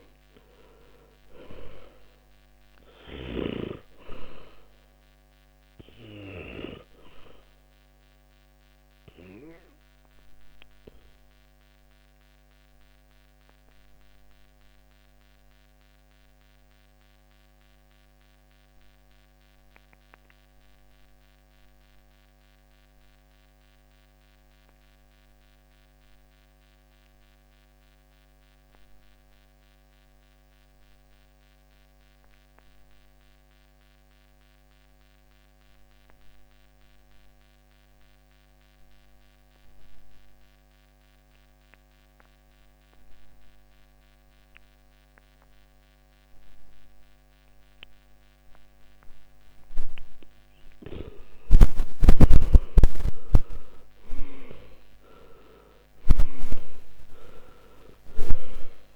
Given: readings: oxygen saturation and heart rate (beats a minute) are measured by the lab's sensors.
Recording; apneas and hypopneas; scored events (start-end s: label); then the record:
breathing in sleep by a microphone on the trachea; 1
0.00-35.50 s: oxygen desaturation (device-marked, oxygen 76% lowest, heart rate 51 extreme)
6.00-50.00 s: obstructive apnea (oxygen 100% before, 76% lowest, heart rate 64 before, 51 extreme, up 18 after)
49.50-58.96 s: oxygen desaturation (device-marked, oxygen 99% before, 77% lowest, heart rate 58 before, 53 extreme)
51.00-55.00 s: arousal
From the record:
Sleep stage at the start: N2 (light sleep); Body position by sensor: on the back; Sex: male